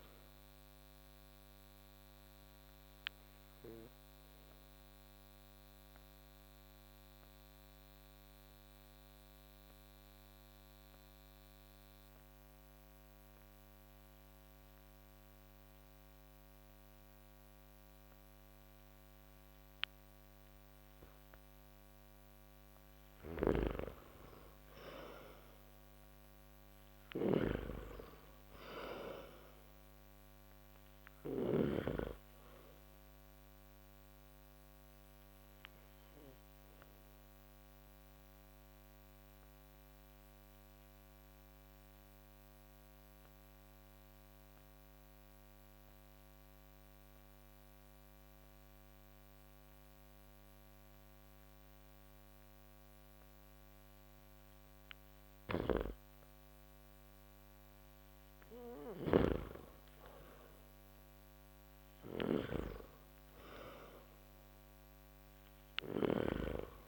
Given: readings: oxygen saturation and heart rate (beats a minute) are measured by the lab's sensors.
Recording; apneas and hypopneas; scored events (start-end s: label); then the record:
breathing in sleep by a microphone on the trachea; 2
0.00-18.50 s: oxygen desaturation (device-marked, oxygen 85% lowest)
0.50-21.50 s: obstructive apnea (oxygen 98% before, 85% lowest)
22.50-31.50 s: snoring (device-marked)
23.00-26.00 s: arousal
27.50-39.50 s: oxygen desaturation (device-marked, oxygen 98% before, 92% lowest)
35.00-55.50 s: obstructive apnea (oxygen 98% before, 85% lowest)
41.50-53.50 s: oxygen desaturation (device-marked, oxygen 96% before, 85% lowest)
55.00-66.00 s: snoring (device-marked)
57.50-61.00 s: arousal
From the record:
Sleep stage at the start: N2 (light sleep); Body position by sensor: on the back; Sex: male